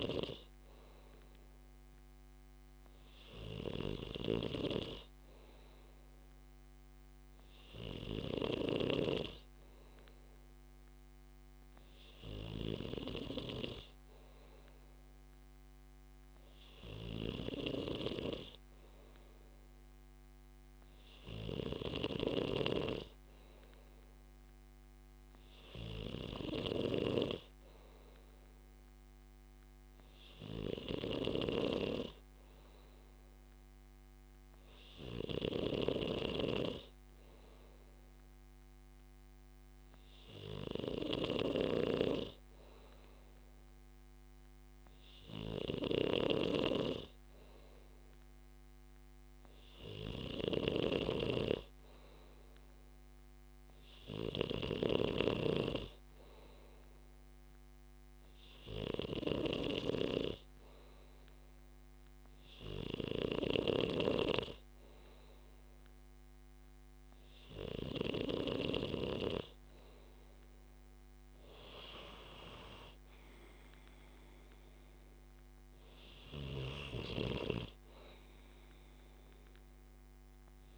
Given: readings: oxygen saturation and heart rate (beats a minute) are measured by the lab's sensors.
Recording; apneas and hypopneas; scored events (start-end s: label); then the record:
breathing in sleep by a microphone on the trachea; none
46.00-55.50 s: snoring (device-marked)
From the record:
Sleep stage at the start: N2 (light sleep); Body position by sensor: on the back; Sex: male